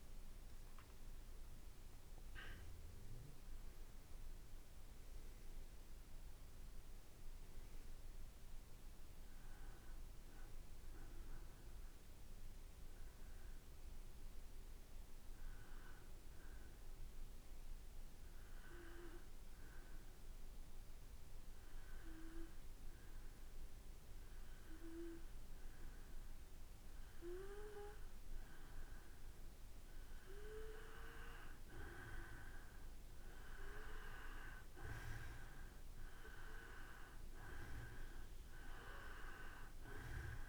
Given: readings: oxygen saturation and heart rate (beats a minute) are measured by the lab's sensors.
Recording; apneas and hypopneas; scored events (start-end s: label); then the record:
breathing in sleep by a room microphone; 1
11.00-28.50 s: hypopnea (oxygen 95% before, 91% lowest, heart rate 62 before, 54 extreme, up 2 after)
31.50-35.50 s: arousal
31.50-40.49 s: oxygen desaturation (device-marked, oxygen 95% before, 91% lowest, heart rate 55 before, 55 extreme)
From the record:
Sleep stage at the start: N2 (light sleep); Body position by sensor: on the back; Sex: male